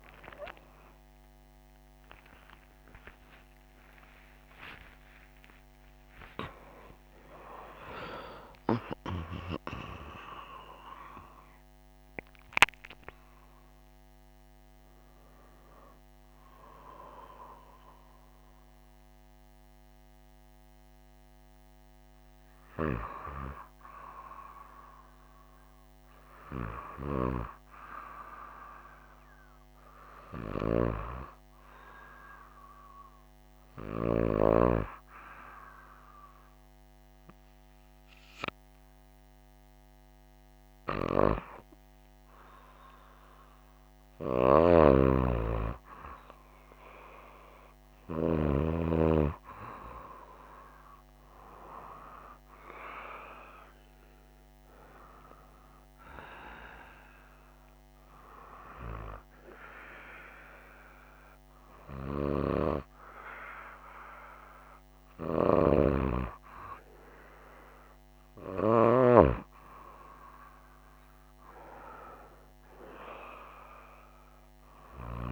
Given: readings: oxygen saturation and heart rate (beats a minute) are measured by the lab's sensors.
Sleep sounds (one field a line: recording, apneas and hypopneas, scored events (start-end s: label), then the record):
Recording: breathing in sleep by a microphone on the trachea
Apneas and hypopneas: none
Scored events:
0.00-7.00 s: arousal
6.00-75.32 s: new sleep stage, N1 (lightest sleep)
From the record:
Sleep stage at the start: N2 (light sleep)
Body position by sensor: on the right side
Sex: female